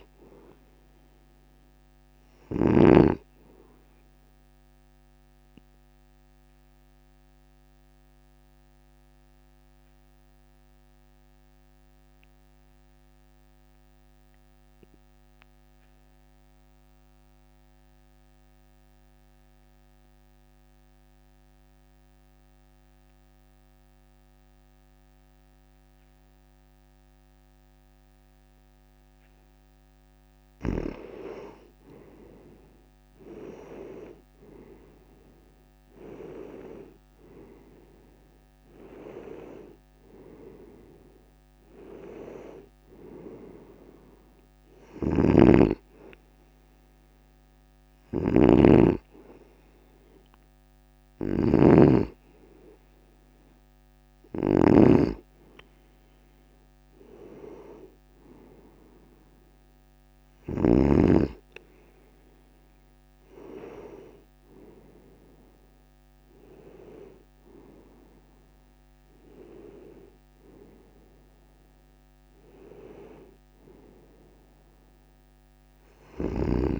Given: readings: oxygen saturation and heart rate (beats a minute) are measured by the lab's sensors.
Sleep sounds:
breathing in sleep by a microphone on the trachea; 1
0.00-3.00 s: snoring (device-marked)
4.50-29.00 s: obstructive apnea (oxygen 97% before, 91% lowest, heart rate 59 before, 54 extreme, up 7 after)
31.50-35.00 s: arousal
33.00-63.00 s: oxygen desaturation (device-marked, oxygen 96% before, 91% lowest, heart rate 55 before, 55 extreme)
45.00-61.00 s: snoring (device-marked)
68.00-72.00 s: arousal
From the record:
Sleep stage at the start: N2 (light sleep); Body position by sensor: on the right side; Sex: male

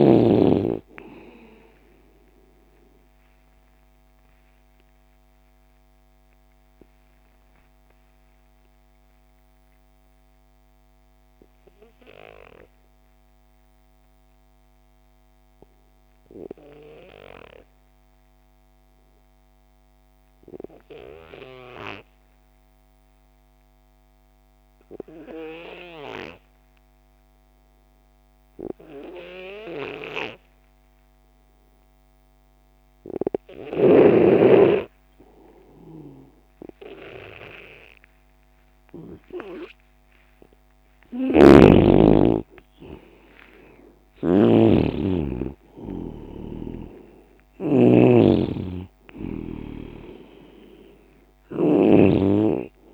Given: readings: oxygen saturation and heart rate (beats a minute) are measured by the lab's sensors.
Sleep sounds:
breathing in sleep by a microphone on the trachea; 1
0.00-21.50 s: oxygen desaturation (device-marked, oxygen 89% lowest)
3.00-35.50 s: obstructive apnea (oxygen 98% before, 89% lowest)
35.50-52.94 s: oxygen desaturation (device-marked, oxygen 97% before, 89% lowest)
40.50-43.00 s: arousal
41.00-51.50 s: snoring (device-marked)
From the record:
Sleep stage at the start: N2 (light sleep); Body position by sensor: on the left side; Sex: male

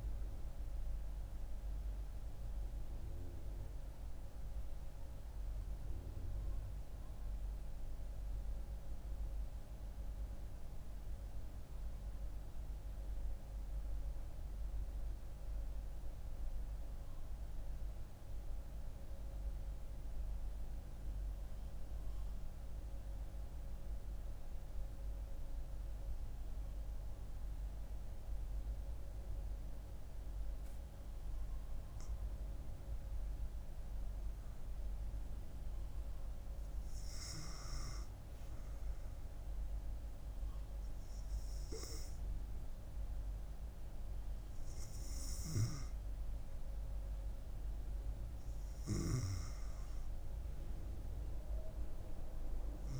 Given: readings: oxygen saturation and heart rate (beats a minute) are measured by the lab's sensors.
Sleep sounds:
breathing in sleep, hard to hear, by a room microphone; 1
0.00-4.00 s: oxygen desaturation (device-marked, oxygen 94% lowest, heart rate 63 extreme)
15.50-31.50 s: central apnea (oxygen 99% before, 95% lowest, heart rate 78 before, 63 extreme, up 7 after)
32.00-48.00 s: oxygen desaturation (device-marked, oxygen 98% before, 95% lowest, heart rate 65 before, 66 extreme)
33.00-37.50 s: arousal
From the record:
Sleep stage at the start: N2 (light sleep); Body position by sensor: on the back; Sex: female

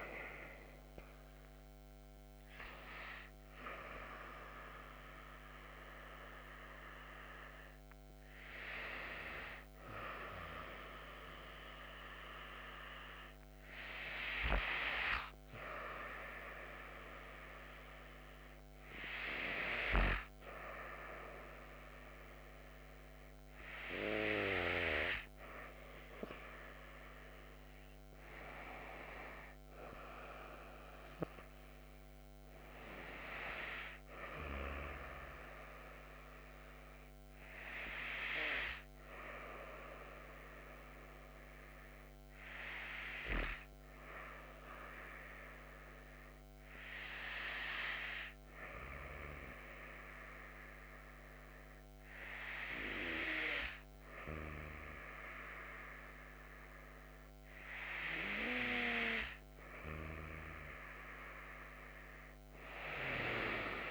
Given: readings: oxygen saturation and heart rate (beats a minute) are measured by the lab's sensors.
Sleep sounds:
breathing in sleep by a microphone on the trachea; 1
0.00-3.50 s: oxygen desaturation (device-marked, oxygen 94% lowest)
20.50-63.90 s: new sleep stage, N2 (light sleep)
28.50-33.00 s: arousal
39.50-59.00 s: hypopnea (oxygen 97% before, 93% lowest)
From the record:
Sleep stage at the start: N1 (lightest sleep); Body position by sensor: on the back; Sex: female

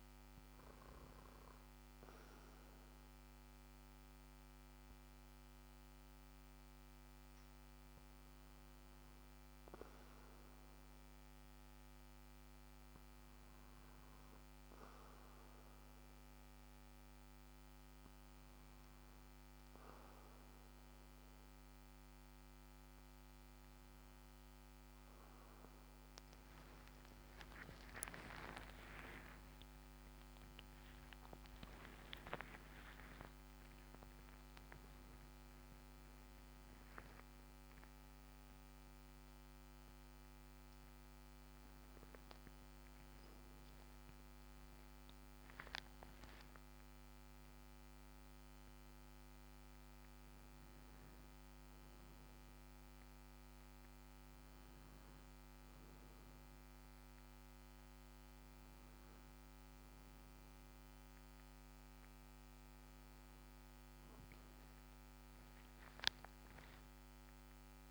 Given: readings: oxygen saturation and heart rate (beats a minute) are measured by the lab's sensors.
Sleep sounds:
breathing in sleep, hard to hear, by a microphone on the trachea; none
27.50-32.00 s: arousal
28.50-67.91 s: new sleep stage, N1 (lightest sleep)
62.00-65.00 s: arousal
From the record:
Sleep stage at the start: N2 (light sleep); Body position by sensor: on the back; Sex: male

